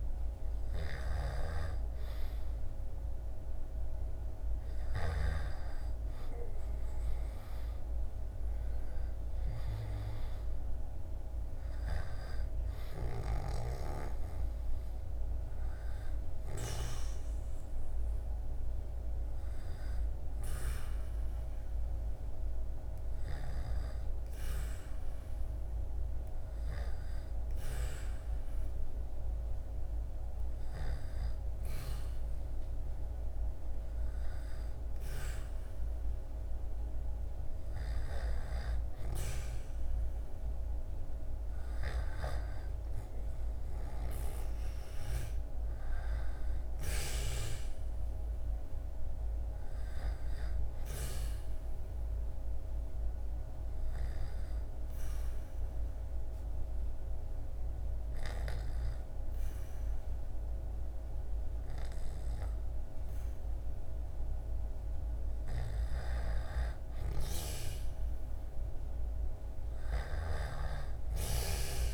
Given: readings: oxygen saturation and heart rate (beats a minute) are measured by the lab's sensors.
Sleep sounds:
breathing in sleep by a room microphone; 1
0.00-4.00 s: snoring (device-marked)
24.50-71.94 s: new sleep stage, N2 (light sleep)
36.50-46.50 s: snoring (device-marked)
52.00-64.00 s: hypopnea (oxygen 97% before, 94% lowest, heart rate 76 before, 72 extreme, up 0 after)
64.00-69.00 s: snoring (device-marked)
66.50-71.00 s: arousal
From the record:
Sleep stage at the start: N1 (lightest sleep); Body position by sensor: on the back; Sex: male

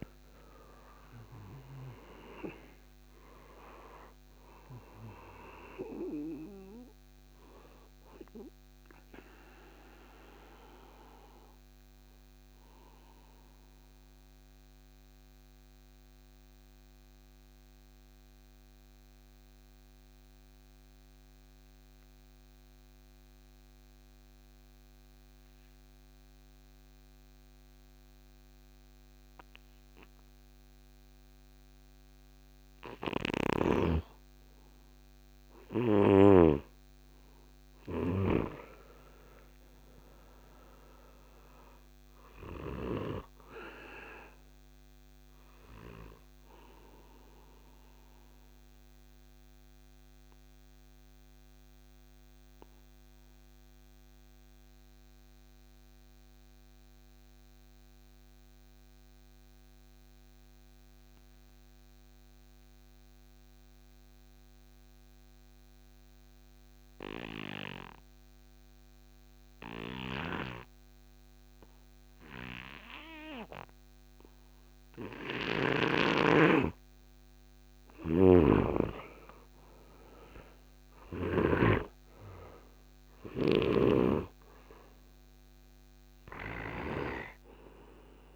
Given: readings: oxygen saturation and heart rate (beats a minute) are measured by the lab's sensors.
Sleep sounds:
breathing in sleep by a microphone on the trachea; 2
0.00-2.50 s: arousal
0.00-25.50 s: oxygen desaturation (device-marked, oxygen 84% lowest)
13.50-33.00 s: mixed apnea (oxygen 98% before, 84% lowest)
27.50-64.50 s: oxygen desaturation (device-marked, oxygen 99% before, 86% lowest)
34.50-38.50 s: arousal
48.50-75.00 s: mixed apnea (oxygen 99% before, 82% lowest)
78.00-82.00 s: arousal
79.50-88.36 s: oxygen desaturation (device-marked, oxygen 96% before, 82% lowest)
From the record:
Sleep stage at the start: N2 (light sleep); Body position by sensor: on the back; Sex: male

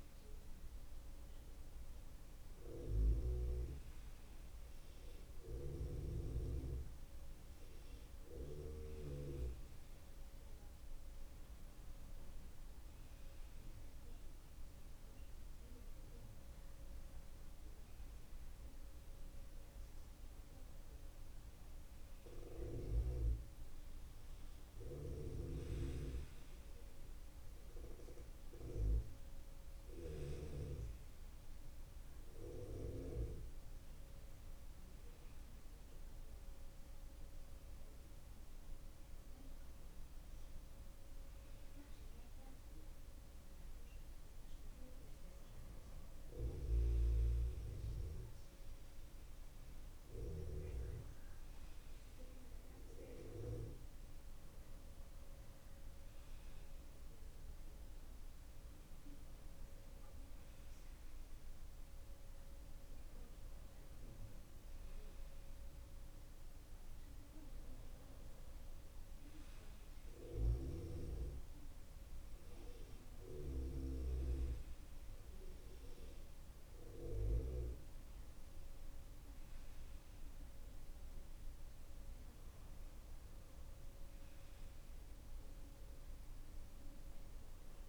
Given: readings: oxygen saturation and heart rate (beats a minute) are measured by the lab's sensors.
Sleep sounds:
breathing in sleep by a room microphone; none
none scored
From the record:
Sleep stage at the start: N2 (light sleep); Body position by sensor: on the left side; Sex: male

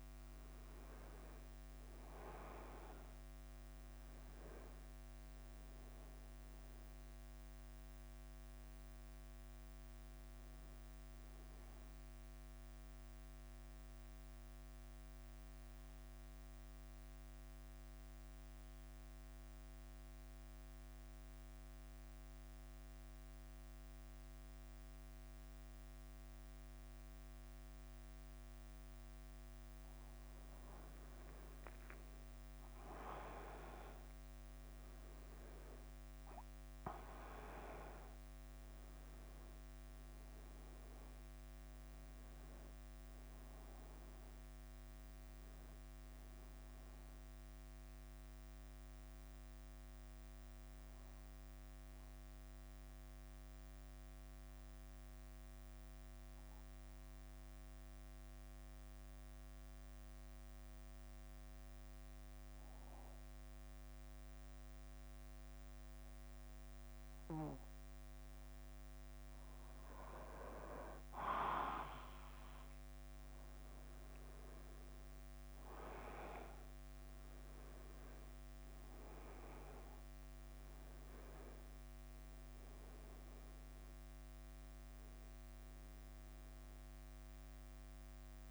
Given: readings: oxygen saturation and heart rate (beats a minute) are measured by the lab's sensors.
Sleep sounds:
breathing in sleep by a microphone on the trachea; 2
0.00-2.50 s: arousal
0.00-88.50 s: bradycardia (device-marked, heart rate 46 extreme)
0.50-26.50 s: oxygen desaturation (device-marked, oxygen 98% before, 90% lowest, heart rate 54 before, 46 extreme)
14.00-31.00 s: mixed apnea (oxygen 98% before, 90% lowest, heart rate 56 before, 46 extreme, up 5 after)
33.00-39.50 s: arousal
52.50-69.50 s: obstructive apnea (oxygen 98% before, 90% lowest, heart rate 54 before, 48 extreme, up 2 after)
74.00-79.50 s: arousal
78.50-88.50 s: oxygen desaturation (device-marked, oxygen 98% before, 90% lowest, heart rate 54 before, 48 extreme)
From the record:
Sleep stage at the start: N2 (light sleep); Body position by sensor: on the back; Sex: male

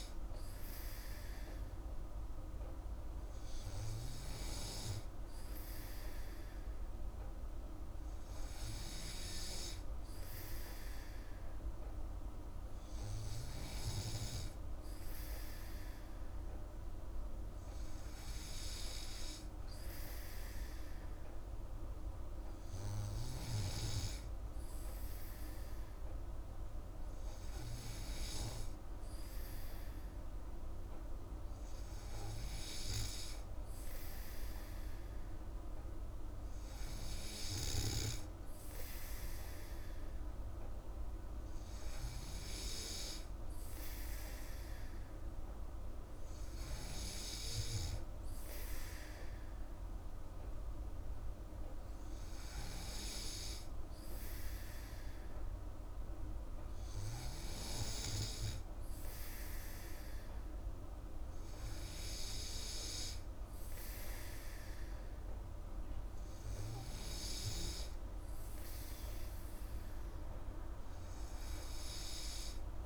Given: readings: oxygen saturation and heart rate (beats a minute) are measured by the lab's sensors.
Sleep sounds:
breathing in sleep by a room microphone; none
5.00-72.86 s: new sleep stage, N3 (deep sleep)
From the record:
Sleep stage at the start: N2 (light sleep); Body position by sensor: on the back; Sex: female

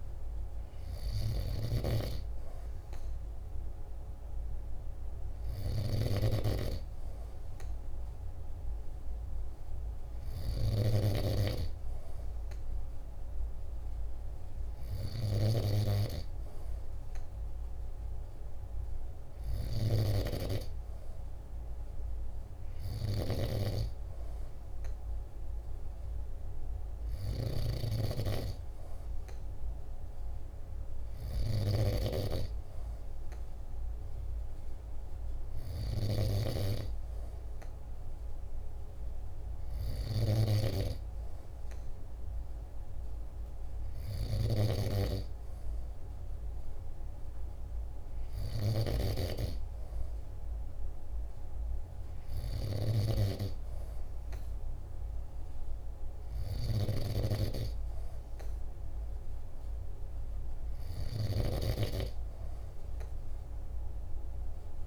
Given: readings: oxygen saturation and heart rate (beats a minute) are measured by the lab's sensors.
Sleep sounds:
breathing in sleep by a room microphone; none
0.50-27.00 s: snoring (device-marked)
39.00-44.00 s: snoring (device-marked)
55.50-64.87 s: snoring (device-marked)
From the record:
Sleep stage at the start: N2 (light sleep); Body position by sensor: on the back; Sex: male

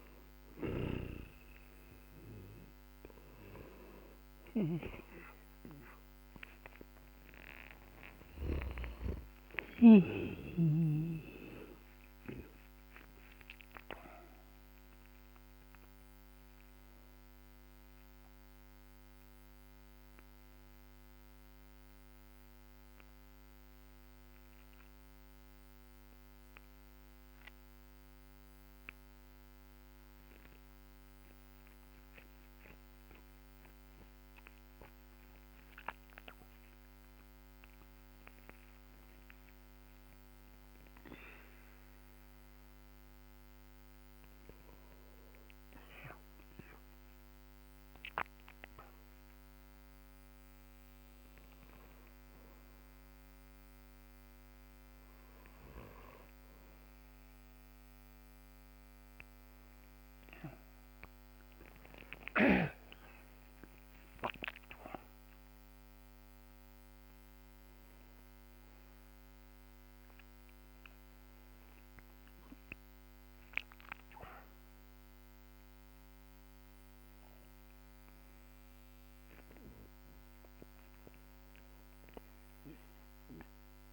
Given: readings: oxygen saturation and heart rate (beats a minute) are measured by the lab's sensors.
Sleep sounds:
a person partly awake in a sleep study, by a microphone on the trachea; 1
0.00-8.50 s: snoring (device-marked)
0.00-24.00 s: oxygen desaturation (device-marked, oxygen 91% lowest, heart rate 52 extreme)
8.50-14.00 s: arousal
27.50-39.50 s: central apnea (oxygen 95% before, 95% lowest, heart rate 62 before, 46 extreme, up 10 after)
41.00-44.50 s: arousal
56.00-67.00 s: oxygen desaturation (device-marked, oxygen 99% before, 95% lowest, heart rate 61 before, 52 extreme)
59.00-83.92 s: new sleep stage, awake
From the record:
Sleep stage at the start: N2 (light sleep); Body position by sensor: on the back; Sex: male

